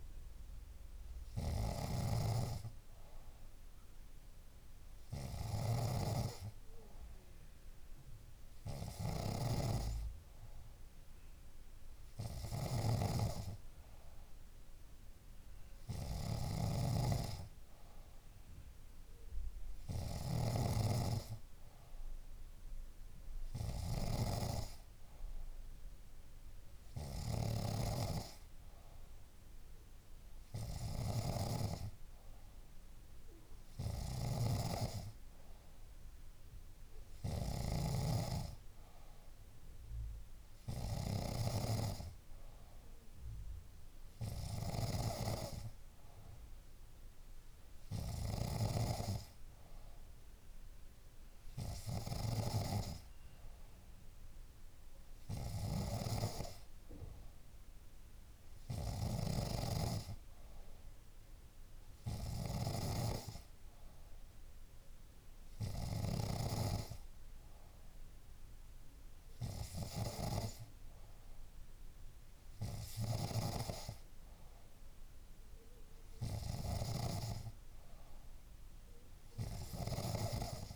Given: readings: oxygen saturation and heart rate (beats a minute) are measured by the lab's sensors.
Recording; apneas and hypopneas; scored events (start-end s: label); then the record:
breathing in sleep by a room microphone; none
0.00-2.00 s: snoring (device-marked)
9.50-24.50 s: snoring (device-marked)
31.00-45.00 s: snoring (device-marked)
From the record:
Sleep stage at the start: N3 (deep sleep); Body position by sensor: on the back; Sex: female